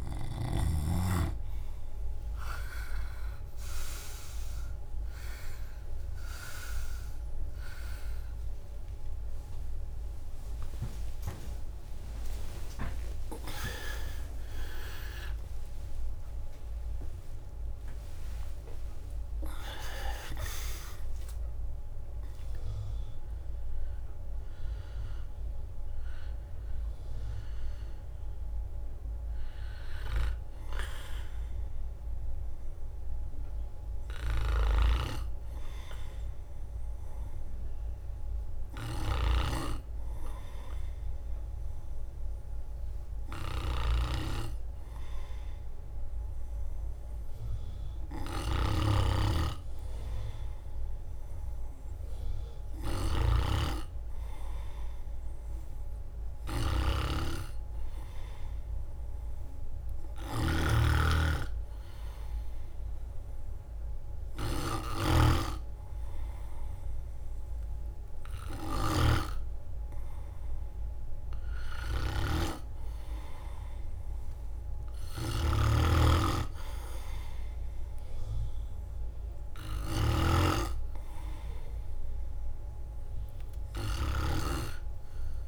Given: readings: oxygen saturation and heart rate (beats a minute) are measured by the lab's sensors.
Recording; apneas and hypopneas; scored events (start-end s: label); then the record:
a person partly awake in a sleep study, by a room microphone; 1
0.00-15.50 s: oxygen desaturation (device-marked, oxygen 83% lowest, heart rate 52 extreme)
2.50-31.50 s: drop in pulse transit time (device-marked, heart rate 65 before, 67 extreme)
3.50-33.50 s: new sleep stage, awake
33.50-63.50 s: new sleep stage, N1 (lightest sleep)
58.50-72.50 s: hypopnea (oxygen 100% before, 95% lowest, heart rate 52 before, 53 extreme, up 4 after)
60.00-65.00 s: snoring (device-marked)
63.50-85.48 s: new sleep stage, N2 (light sleep)
75.50-80.00 s: snoring (device-marked)
78.50-79.50 s: drop in pulse transit time (device-marked, heart rate 55 before, 55 extreme)
83.50-85.48 s: arousal
From the record:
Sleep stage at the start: REM sleep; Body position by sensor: on the right side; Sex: male